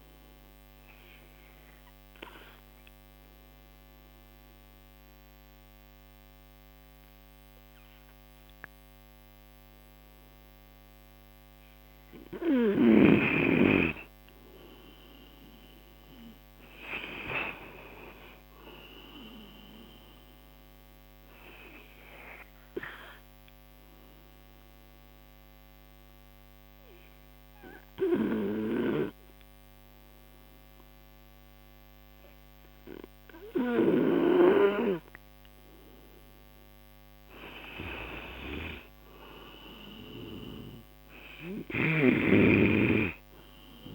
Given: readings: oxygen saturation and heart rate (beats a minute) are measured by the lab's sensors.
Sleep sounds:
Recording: breathing in sleep by a microphone on the trachea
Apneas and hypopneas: 2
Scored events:
0.00-13.50 s: oxygen desaturation (device-marked, oxygen 87% lowest)
0.50-12.00 s: obstructive apnea (oxygen 96% before, 87% lowest)
14.50-18.50 s: arousal
21.50-35.50 s: oxygen desaturation (device-marked, oxygen 97% before, 91% lowest)
23.00-34.50 s: obstructive apnea (oxygen 97% before, 90% lowest)
37.00-40.50 s: arousal
42.50-43.94 s: oxygen desaturation (device-marked, oxygen 96% before, 90% lowest)
From the record:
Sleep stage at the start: N2 (light sleep)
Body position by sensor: on the right side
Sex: male

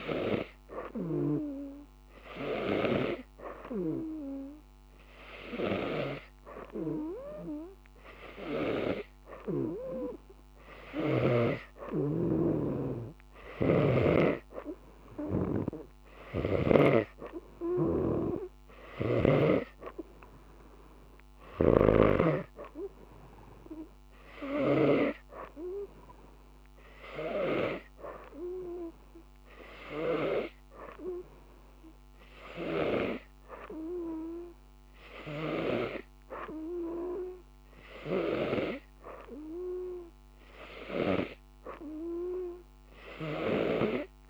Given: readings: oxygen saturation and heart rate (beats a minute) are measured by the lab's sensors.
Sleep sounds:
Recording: breathing in sleep by a microphone on the trachea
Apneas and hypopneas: none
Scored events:
13.50-17.00 s: snoring (device-marked)
From the record:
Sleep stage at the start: N2 (light sleep)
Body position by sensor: on the right side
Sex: female

